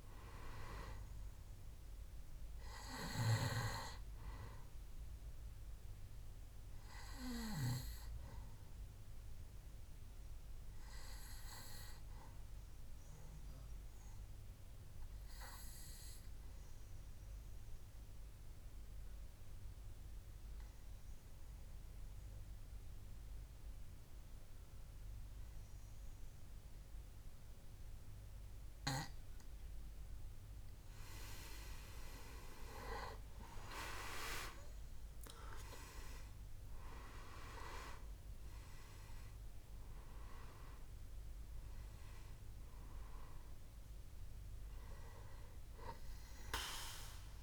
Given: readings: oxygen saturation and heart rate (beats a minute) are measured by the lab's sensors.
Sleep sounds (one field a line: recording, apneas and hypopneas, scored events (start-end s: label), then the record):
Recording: breathing in sleep by a room microphone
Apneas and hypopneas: 1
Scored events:
0.00-19.50 s: oxygen desaturation (device-marked, oxygen 91% lowest, heart rate 66 extreme)
10.00-29.50 s: obstructive apnea (oxygen 98% before, 88% lowest, heart rate 69 before, 65 extreme, up 7 after)
30.50-47.43 s: oxygen desaturation (device-marked, oxygen 98% before, 88% lowest, heart rate 66 before, 64 extreme)
32.00-37.00 s: arousal
From the record:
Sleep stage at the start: N2 (light sleep)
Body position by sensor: on the back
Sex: male